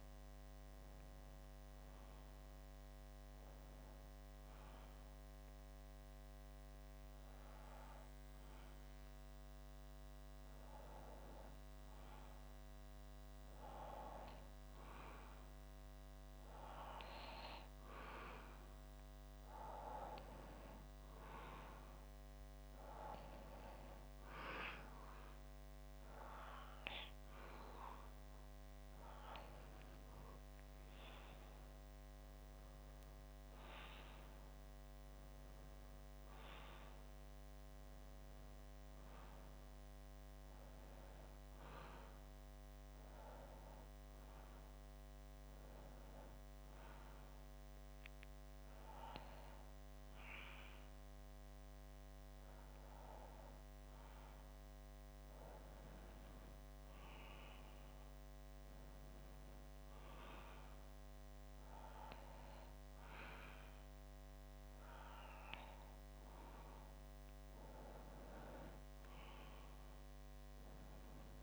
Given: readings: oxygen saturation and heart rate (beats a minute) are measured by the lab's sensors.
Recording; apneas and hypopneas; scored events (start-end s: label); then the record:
breathing in sleep by a microphone on the trachea; 2
1.00-17.00 s: obstructive apnea (oxygen 95% before, 93% lowest, heart rate 66 before, 59 extreme, up 5 after)
20.00-24.50 s: arousal
38.00-54.50 s: obstructive apnea (oxygen 95% before, 93% lowest, heart rate 66 before, 61 extreme, up 3 after)
58.50-62.50 s: arousal
From the record:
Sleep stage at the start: N2 (light sleep); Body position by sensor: on the back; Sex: male